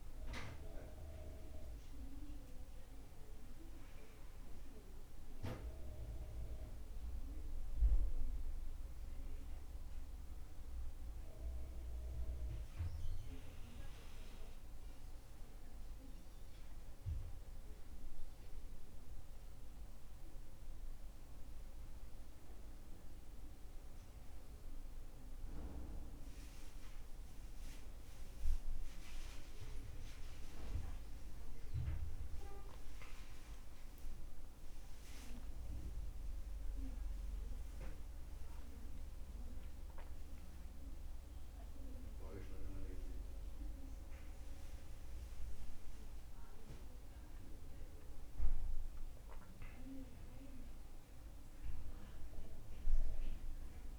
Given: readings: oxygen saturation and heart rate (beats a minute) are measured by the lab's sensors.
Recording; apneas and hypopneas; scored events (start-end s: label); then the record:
breathing in sleep by a room microphone; none
31.00-35.00 s: arousal
From the record:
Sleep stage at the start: N2 (light sleep); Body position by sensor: on the back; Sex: male